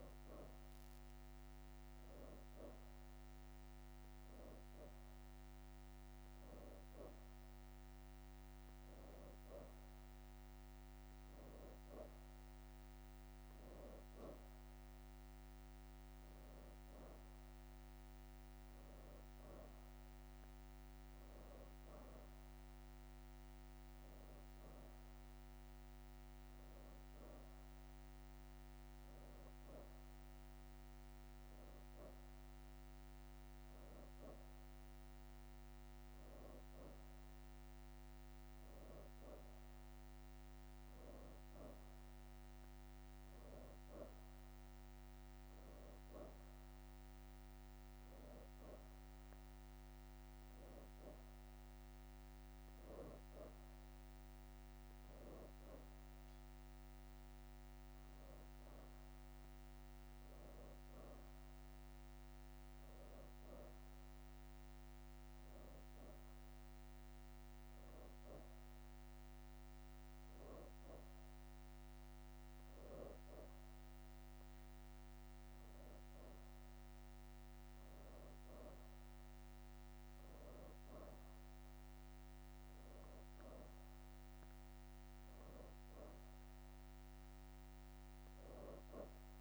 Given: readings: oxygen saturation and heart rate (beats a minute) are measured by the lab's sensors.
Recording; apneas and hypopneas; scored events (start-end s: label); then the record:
breathing in sleep by a microphone on the trachea; none
0.00-1.00 s: leg movement (device-marked)
0.00-2.50 s: oxygen desaturation (device-marked, oxygen 89% lowest, heart rate 85 extreme)
19.00-21.00 s: leg movement (device-marked)
44.50-48.00 s: leg movement (device-marked)
55.00-58.00 s: leg movement (device-marked)
58.00-61.00 s: leg movement (device-marked)
76.50-78.00 s: leg movement (device-marked)
From the record:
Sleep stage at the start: N2 (light sleep); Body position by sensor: on the back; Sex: female